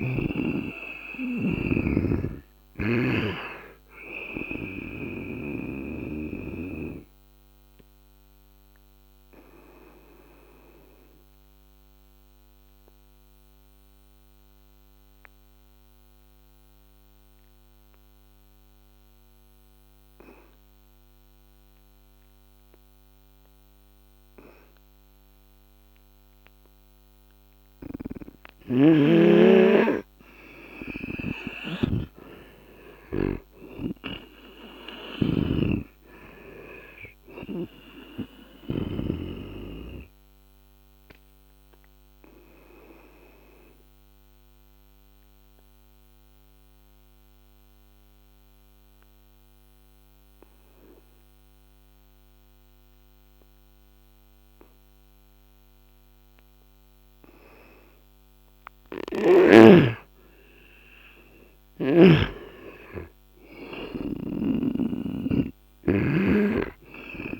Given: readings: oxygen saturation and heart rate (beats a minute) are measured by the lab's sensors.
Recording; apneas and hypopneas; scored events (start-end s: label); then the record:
breathing in sleep by a microphone on the trachea; 2
0.00-1.00 s: arousal
4.00-12.00 s: oxygen desaturation (device-marked, oxygen 97% before, 94% lowest, heart rate 71 before, 68 extreme)
6.50-27.00 s: obstructive apnea (oxygen 97% before, 89% lowest, heart rate 71 before, 68 extreme, up 10 after)
28.50-31.50 s: arousal
33.00-38.50 s: snoring (device-marked)
38.00-63.00 s: oxygen desaturation (device-marked, oxygen 97% before, 89% lowest, heart rate 72 before, 71 extreme)
42.50-57.00 s: obstructive apnea (oxygen 97% before, 89% lowest, heart rate 74 before, 71 extreme, up 7 after)
59.50-62.50 s: arousal
63.50-67.40 s: snoring (device-marked)
From the record:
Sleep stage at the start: N2 (light sleep); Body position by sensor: on the right side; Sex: male